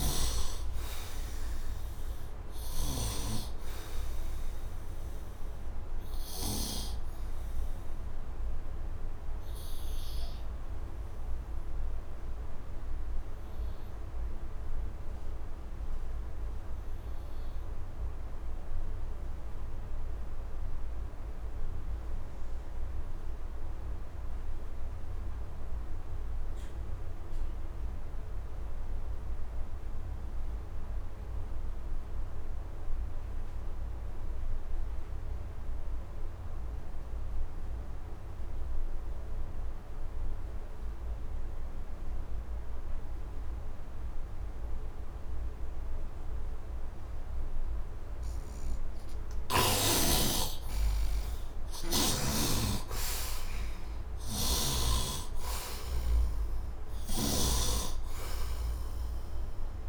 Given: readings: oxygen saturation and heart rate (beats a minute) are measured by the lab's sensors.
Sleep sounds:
breathing in sleep by a room microphone; 1
0.00-6.50 s: snoring (device-marked)
0.00-26.50 s: oxygen desaturation (device-marked, oxygen 73% lowest, heart rate 69 extreme)
7.50-48.00 s: obstructive apnea (oxygen 100% before, 64% lowest, heart rate 87 before, 69 extreme, up 35 after)
28.50-59.89 s: oxygen desaturation (device-marked, oxygen 100% before, 64% lowest, heart rate 71 before, 71 extreme)
50.50-55.00 s: arousal
56.50-59.89 s: snoring (device-marked)
From the record:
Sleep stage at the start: N2 (light sleep); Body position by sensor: on the right side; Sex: male

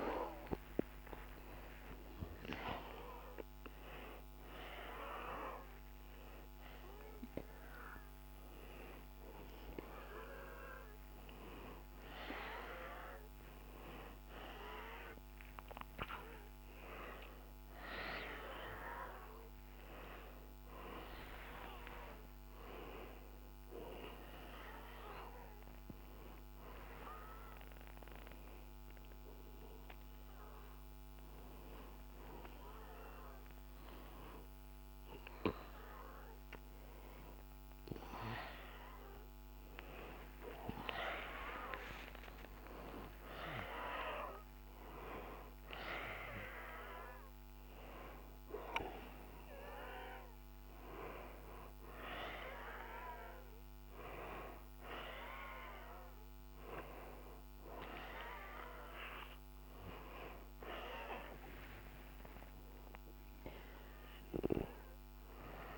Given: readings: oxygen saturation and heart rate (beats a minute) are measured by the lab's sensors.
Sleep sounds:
a person awake in a sleep study, by a microphone on the trachea; none
none scored
From the record:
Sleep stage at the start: awake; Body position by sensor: on the back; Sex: male

